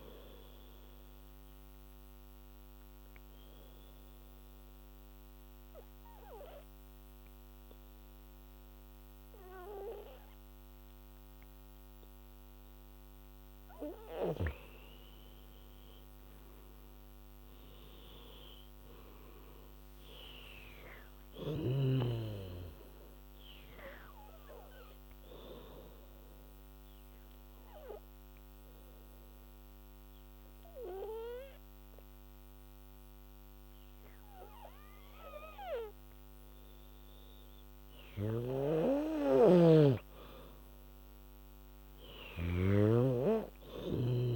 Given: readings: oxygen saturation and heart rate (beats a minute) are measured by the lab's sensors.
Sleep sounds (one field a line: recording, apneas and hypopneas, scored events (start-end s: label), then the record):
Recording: breathing in sleep by a microphone on the trachea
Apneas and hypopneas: 2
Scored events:
0.00-7.00 s: oxygen desaturation (device-marked, oxygen 92% lowest, heart rate 69 extreme)
1.50-13.00 s: obstructive apnea (oxygen 99% before, 88% lowest, heart rate 79 before, 69 extreme, up 9 after)
15.00-19.00 s: arousal
20.00-33.00 s: oxygen desaturation (device-marked, oxygen 98% before, 88% lowest, heart rate 78 before, 69 extreme)
25.50-38.00 s: obstructive apnea (oxygen 98% before, 88% lowest, heart rate 77 before, 71 extreme, up 8 after)
38.00-44.36 s: snoring (device-marked)
40.00-44.36 s: oxygen desaturation (device-marked, oxygen 98% before, 90% lowest, heart rate 76 before, 76 extreme)
40.50-43.50 s: arousal
From the record:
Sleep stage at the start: N2 (light sleep)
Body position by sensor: on the back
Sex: female